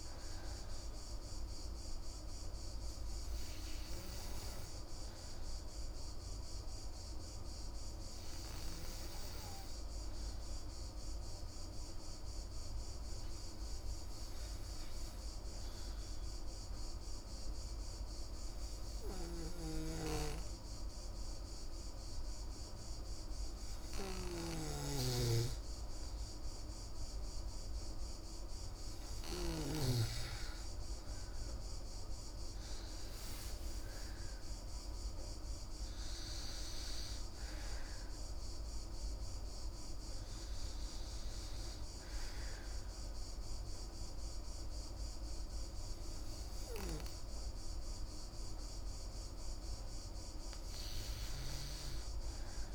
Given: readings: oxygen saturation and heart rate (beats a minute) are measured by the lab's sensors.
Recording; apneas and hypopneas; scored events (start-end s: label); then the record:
breathing in sleep by a room microphone; 1
11.50-26.50 s: hypopnea (oxygen 96% before, 92% lowest, heart rate 119 before, 69 extreme)
20.00-30.00 s: snoring (device-marked)
30.00-48.00 s: oxygen desaturation (device-marked, oxygen 96% before, 92% lowest, heart rate 102 before, 127 extreme)
34.00-37.50 s: arousal
49.00-52.50 s: arousal
From the record:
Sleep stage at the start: N2 (light sleep); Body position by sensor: on the back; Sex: female